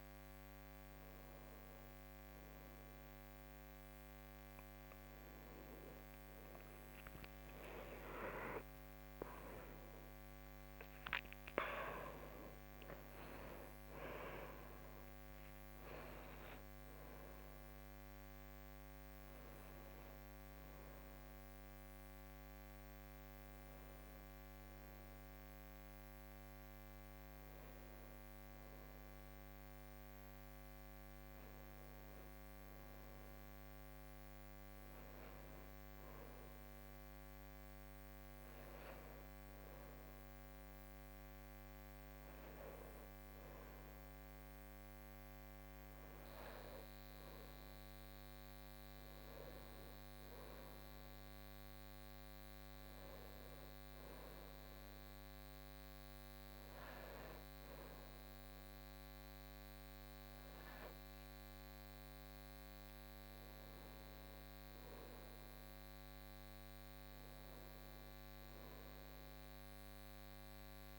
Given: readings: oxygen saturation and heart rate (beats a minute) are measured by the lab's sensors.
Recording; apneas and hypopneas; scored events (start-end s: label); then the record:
a person partly awake in a sleep study, hard to hear, by a microphone on the trachea; none
28.00-70.99 s: new sleep stage, N2 (light sleep)
From the record:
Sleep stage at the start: awake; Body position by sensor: on the right side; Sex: female